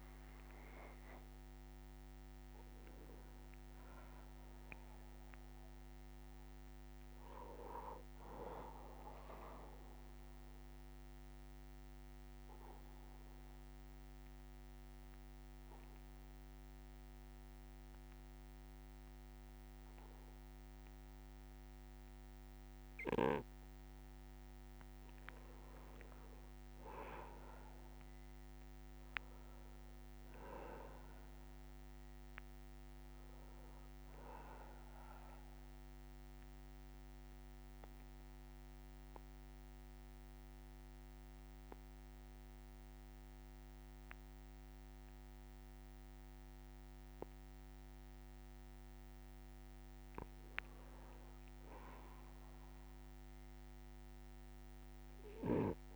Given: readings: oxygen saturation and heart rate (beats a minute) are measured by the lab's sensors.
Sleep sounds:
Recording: a person partly awake in a sleep study, by a microphone on the trachea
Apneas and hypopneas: 2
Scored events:
3.00-55.95 s: new sleep stage, N2 (light sleep)
11.00-24.50 s: obstructive apnea (oxygen 98% before, 93% lowest, heart rate 76 before, 61 extreme, up 2 after)
26.00-30.00 s: arousal
28.00-49.00 s: oxygen desaturation (device-marked, oxygen 97% before, 93% lowest, heart rate 62 before, 61 extreme)
35.50-47.50 s: obstructive apnea (oxygen 98% before, 93% lowest, heart rate 62 before, 61 extreme, up 3 after)
50.50-53.50 s: arousal
From the record:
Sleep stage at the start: awake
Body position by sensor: on the back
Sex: male

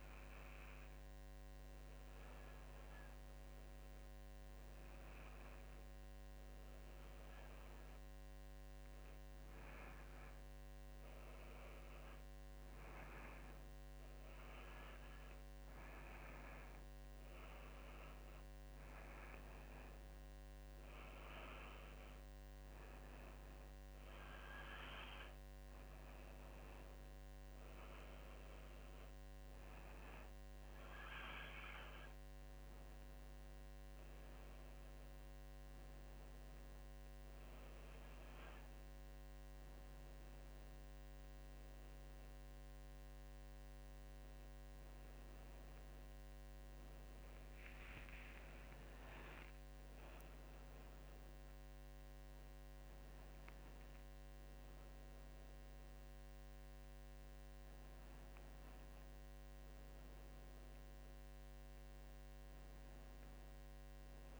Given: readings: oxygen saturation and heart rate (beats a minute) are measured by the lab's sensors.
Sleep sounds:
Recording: breathing in sleep by a microphone on the trachea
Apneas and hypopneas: none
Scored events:
none scored
From the record:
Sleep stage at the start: N1 (lightest sleep)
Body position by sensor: on the back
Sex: female

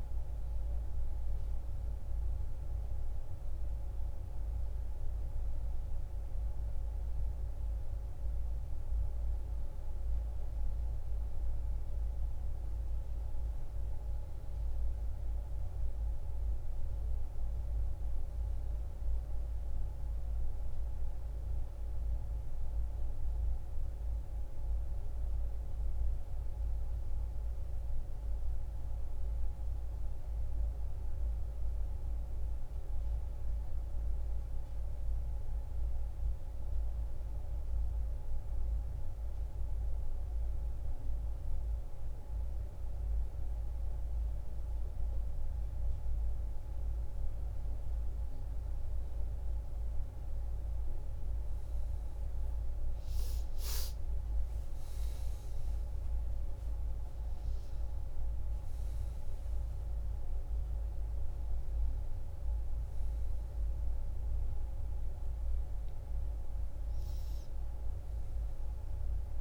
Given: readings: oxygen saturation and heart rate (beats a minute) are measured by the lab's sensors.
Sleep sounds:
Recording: breathing in sleep, hard to hear, by a room microphone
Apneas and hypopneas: 1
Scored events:
37.50-50.00 s: obstructive apnea (oxygen 96% before, 91% lowest)
53.00-56.50 s: arousal
57.50-69.41 s: oxygen desaturation (device-marked, oxygen 96% before, 91% lowest)
From the record:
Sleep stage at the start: N2 (light sleep)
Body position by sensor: on the back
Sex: female

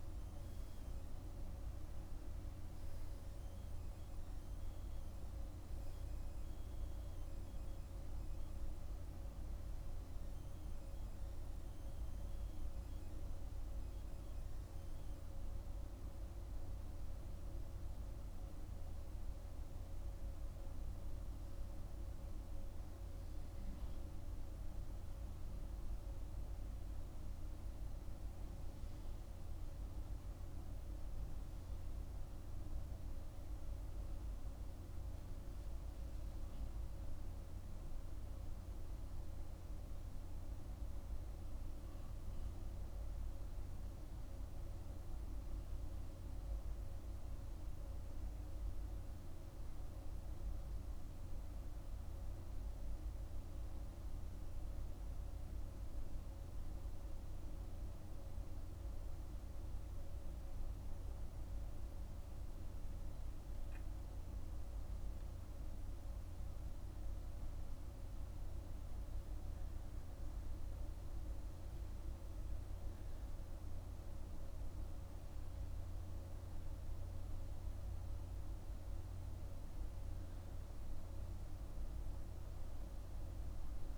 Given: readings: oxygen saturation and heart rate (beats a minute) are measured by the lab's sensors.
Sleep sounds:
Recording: breathing in sleep, hard to hear, by a room microphone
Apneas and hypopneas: 1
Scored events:
39.00-59.50 s: hypopnea (oxygen 98% before, 90% lowest, heart rate 70 before, 70 extreme, up 6 after)
42.00-83.98 s: oxygen desaturation (device-marked, oxygen 97% before, 90% lowest, heart rate 71 before, 61 extreme)
54.00-83.98 s: new sleep stage, N1 (lightest sleep)
61.50-66.50 s: arousal
From the record:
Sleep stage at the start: REM sleep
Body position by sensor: on the right side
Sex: male

